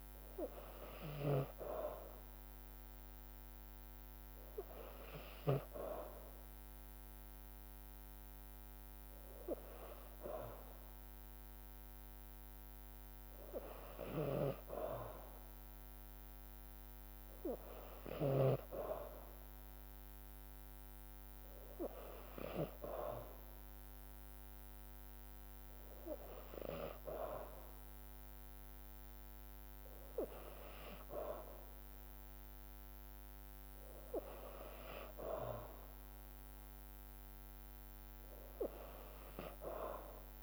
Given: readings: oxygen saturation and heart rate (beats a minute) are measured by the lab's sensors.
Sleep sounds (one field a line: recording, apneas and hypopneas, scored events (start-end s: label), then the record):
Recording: breathing in sleep by a microphone on the trachea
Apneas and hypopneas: none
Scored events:
0.00-5.50 s: snoring (device-marked)
10.50-21.50 s: drop in pulse transit time (device-marked, heart rate 54 before, 53 extreme)
From the record:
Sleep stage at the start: N2 (light sleep)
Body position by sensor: on the back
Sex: female